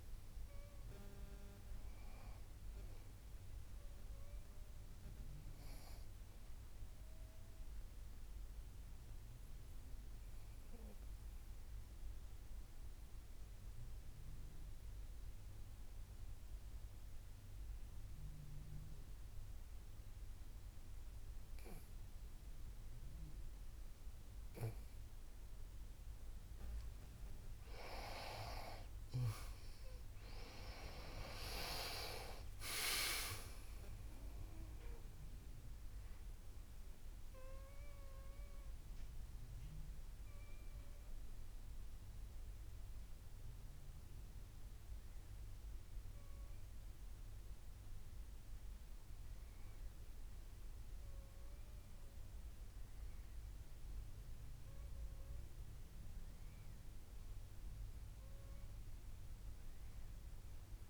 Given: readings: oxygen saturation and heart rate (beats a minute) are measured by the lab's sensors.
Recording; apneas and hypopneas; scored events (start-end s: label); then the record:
breathing in sleep by a room microphone; 2
0.00-18.50 s: oxygen desaturation (device-marked, oxygen 92% lowest, heart rate 50 extreme)
12.00-26.50 s: obstructive apnea (oxygen 98% before, 90% lowest, heart rate 59 before, 52 extreme, up 23 after)
28.00-32.50 s: arousal
32.50-58.50 s: oxygen desaturation (device-marked, oxygen 97% before, 90% lowest, heart rate 57 before, 54 extreme)
37.50-51.00 s: hypopnea (oxygen 98% before, 90% lowest, heart rate 62 before, 54 extreme, up 8 after)
59.00-60.90 s: arousal
From the record:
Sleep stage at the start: N2 (light sleep); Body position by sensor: on the back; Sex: female